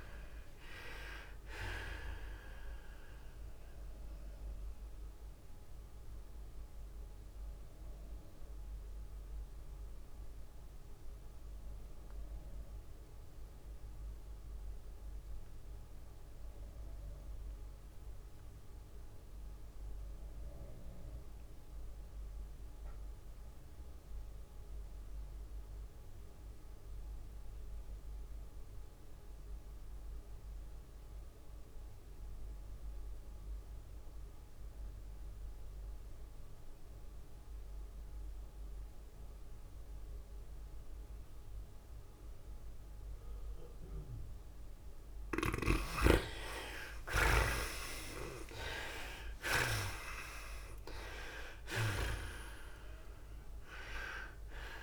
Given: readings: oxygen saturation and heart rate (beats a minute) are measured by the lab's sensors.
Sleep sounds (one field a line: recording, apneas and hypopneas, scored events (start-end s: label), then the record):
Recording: breathing in sleep by a room microphone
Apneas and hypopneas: 1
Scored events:
0.00-11.00 s: drop in pulse transit time (device-marked, heart rate 99 extreme)
0.00-14.00 s: oxygen desaturation (device-marked, oxygen 61% lowest, heart rate 83 extreme)
0.00-34.00 s: tachycardia (device-marked, heart rate 115 extreme)
4.00-45.50 s: mixed apnea (oxygen 88% before, 57% lowest, heart rate 96 before, 93 extreme, up 19 after)
16.00-54.83 s: oxygen desaturation (device-marked, oxygen 99% before, 57% lowest, heart rate 107 before, 93 extreme)
47.00-54.83 s: tachycardia (device-marked, heart rate 104 before, 116 extreme)
47.50-52.00 s: arousal
49.00-54.83 s: drop in pulse transit time (device-marked, heart rate 99 before, 99 extreme)
From the record:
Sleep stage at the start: N2 (light sleep)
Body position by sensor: on the back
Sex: female